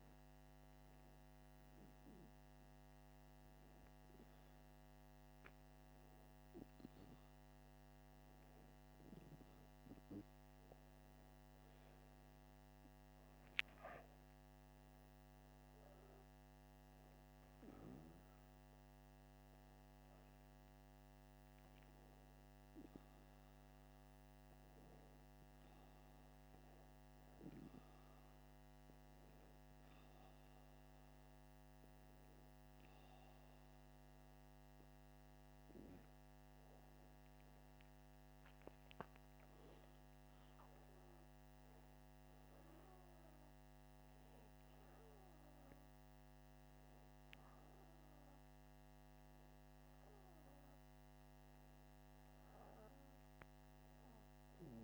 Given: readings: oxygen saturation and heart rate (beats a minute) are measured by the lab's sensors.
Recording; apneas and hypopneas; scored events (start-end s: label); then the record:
breathing in sleep by a microphone on the trachea; none
51.00-54.50 s: arousal
From the record:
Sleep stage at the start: N2 (light sleep); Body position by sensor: upright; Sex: male